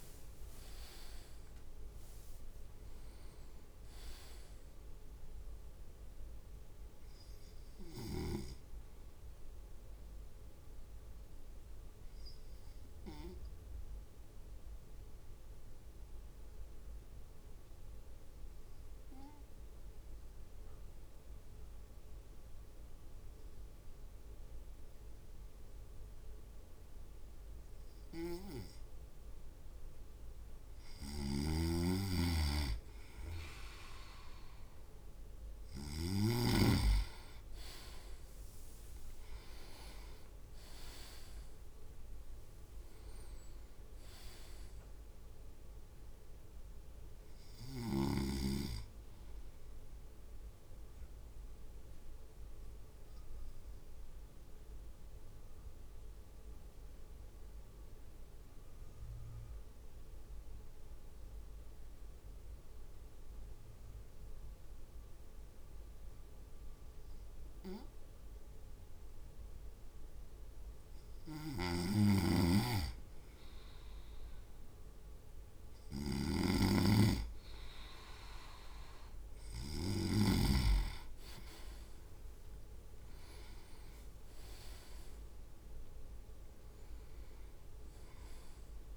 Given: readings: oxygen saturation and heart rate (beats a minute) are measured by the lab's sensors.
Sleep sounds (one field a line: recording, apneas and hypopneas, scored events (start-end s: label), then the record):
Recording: breathing in sleep by a room microphone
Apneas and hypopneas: 2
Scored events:
0.00-2.00 s: arousal
8.50-29.50 s: obstructive apnea (oxygen 98% before, 96% lowest)
31.00-36.00 s: snoring (device-marked)
31.50-36.00 s: arousal
50.50-71.00 s: mixed apnea (oxygen 99% before, 96% lowest)
71.00-80.00 s: snoring (device-marked)
83.50-84.50 s: leg movement (device-marked)
85.50-88.97 s: arousal
From the record:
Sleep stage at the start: N2 (light sleep)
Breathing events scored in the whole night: 399 in 4.6 hours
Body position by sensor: on the right side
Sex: male